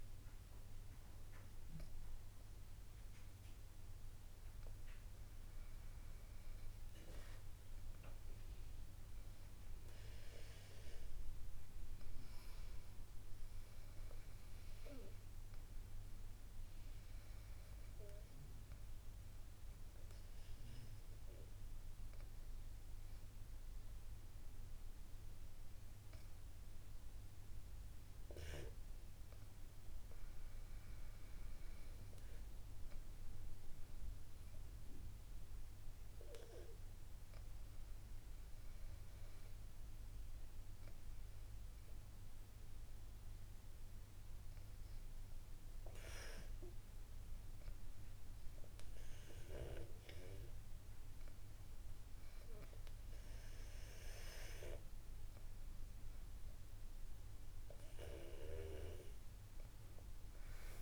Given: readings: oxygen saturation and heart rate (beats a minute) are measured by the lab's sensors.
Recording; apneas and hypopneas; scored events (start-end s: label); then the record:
breathing in sleep by a room microphone; none
none scored
From the record:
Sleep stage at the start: N2 (light sleep); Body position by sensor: on the back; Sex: female